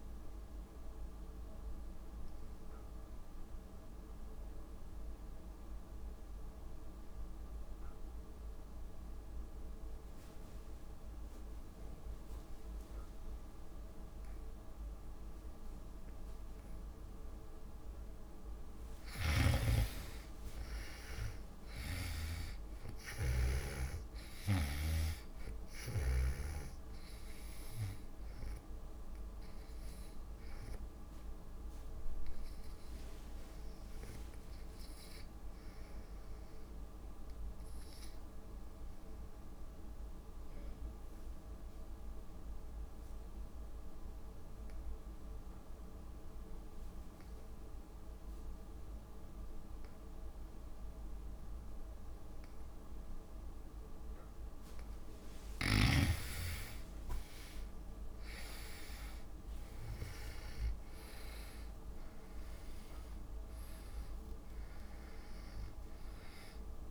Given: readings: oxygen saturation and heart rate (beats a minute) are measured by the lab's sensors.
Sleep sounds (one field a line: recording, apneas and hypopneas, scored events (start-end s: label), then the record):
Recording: breathing in sleep by a room microphone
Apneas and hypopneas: 2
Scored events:
1.50-19.00 s: obstructive apnea (oxygen 95% before, 72% lowest)
16.50-39.50 s: oxygen desaturation (device-marked, oxygen 96% before, 75% lowest)
19.50-24.00 s: snoring (device-marked)
20.00-24.00 s: arousal
38.50-54.50 s: obstructive apnea (oxygen 95% before, 72% lowest)
42.50-44.50 s: long interval between heartbeats (device-marked)
53.50-66.91 s: oxygen desaturation (device-marked, oxygen 97% before, 72% lowest)
57.50-62.00 s: arousal
From the record:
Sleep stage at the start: N2 (light sleep)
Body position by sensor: on the back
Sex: female